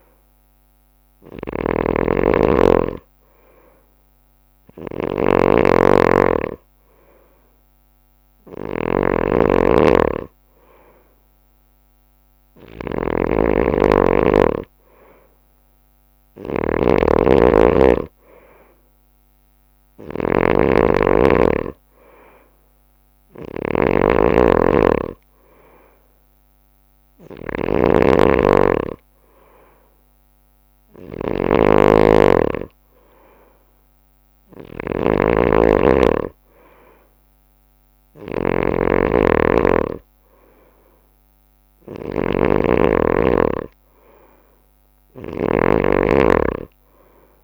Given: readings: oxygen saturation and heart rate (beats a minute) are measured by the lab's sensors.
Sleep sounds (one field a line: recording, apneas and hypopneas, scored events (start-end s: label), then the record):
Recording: breathing in sleep by a microphone on the trachea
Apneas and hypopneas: none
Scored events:
0.00-19.50 s: bradycardia (device-marked, heart rate 39 extreme)
0.00-47.44 s: snoring (device-marked)
11.00-13.00 s: long interval between heartbeats (device-marked, heart rate 52 before, 59 extreme)
14.00-16.00 s: long interval between heartbeats (device-marked, heart rate 53 before, 47 extreme)
15.50 s: drop in pulse transit time (device-marked)
20.00-22.00 s: long interval between heartbeats (device-marked, heart rate 52 before, 58 extreme)
20.50-30.50 s: drop in pulse transit time (device-marked, heart rate 52 before, 56 extreme)
23.50-37.50 s: bradycardia (device-marked, heart rate 58 before, 55 extreme)
42.50-47.44 s: bradycardia (device-marked, heart rate 58 before, 54 extreme)
From the record:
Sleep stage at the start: N2 (light sleep)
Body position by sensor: on the right side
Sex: male